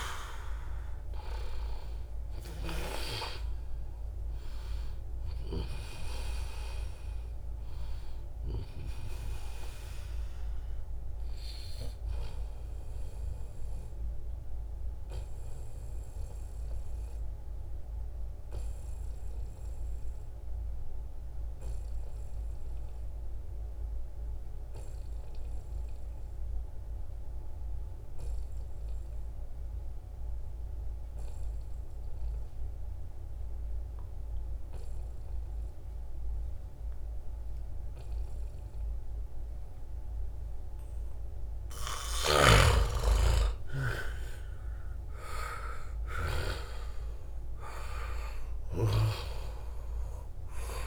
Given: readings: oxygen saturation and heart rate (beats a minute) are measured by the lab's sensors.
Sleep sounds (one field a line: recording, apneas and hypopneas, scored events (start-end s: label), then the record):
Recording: breathing in sleep by a room microphone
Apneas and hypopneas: 1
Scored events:
0.00-20.50 s: oxygen desaturation (device-marked, oxygen 89% lowest, heart rate 68 extreme)
2.50-4.50 s: long interval between heartbeats (device-marked, heart rate 75 before, 96 extreme)
13.50-40.50 s: obstructive apnea (oxygen 97% before, 89% lowest, heart rate 83 before, 68 extreme, up 12 after)
39.50-50.87 s: oxygen desaturation (device-marked, oxygen 97% before, 89% lowest, heart rate 72 before, 68 extreme)
42.00-46.50 s: arousal
43.50-45.50 s: long interval between heartbeats (device-marked, heart rate 71 before, 78 extreme)
From the record:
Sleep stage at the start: N2 (light sleep)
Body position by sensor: on the back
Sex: male